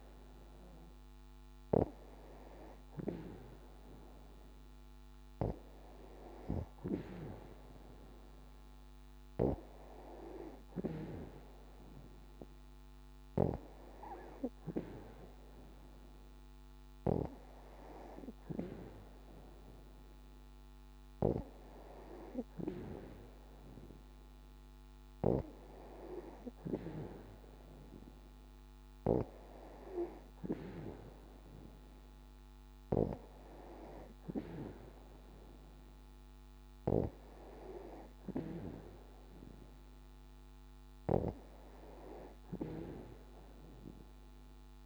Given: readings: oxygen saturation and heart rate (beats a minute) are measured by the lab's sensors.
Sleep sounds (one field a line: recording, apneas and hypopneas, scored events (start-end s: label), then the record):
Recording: breathing in sleep by a microphone on the trachea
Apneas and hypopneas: none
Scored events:
none scored
From the record:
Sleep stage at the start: N2 (light sleep)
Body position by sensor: on the back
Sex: female